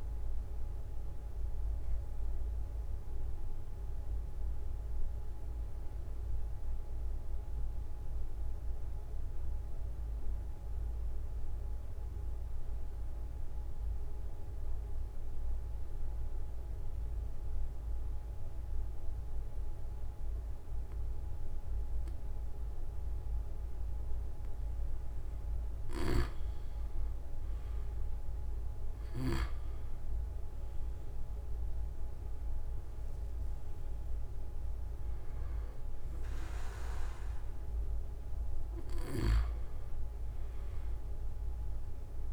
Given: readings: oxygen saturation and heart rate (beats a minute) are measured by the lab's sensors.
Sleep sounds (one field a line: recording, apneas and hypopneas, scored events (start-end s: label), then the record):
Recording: breathing in sleep, hard to hear, by a room microphone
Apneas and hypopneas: 1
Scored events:
0.00-13.00 s: oxygen desaturation (device-marked, oxygen 90% lowest)
1.00-23.50 s: obstructive apnea (oxygen 96% before, 90% lowest)
4.50-6.50 s: long interval between heartbeats (device-marked)
21.50-23.50 s: long interval between heartbeats (device-marked)
24.00-26.00 s: long interval between heartbeats (device-marked)
25.50-29.50 s: snoring (device-marked)
27.50-32.00 s: arousal
30.00-42.33 s: oxygen desaturation (device-marked, oxygen 97% before, 91% lowest)
From the record:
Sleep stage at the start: N2 (light sleep)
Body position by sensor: on the back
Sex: male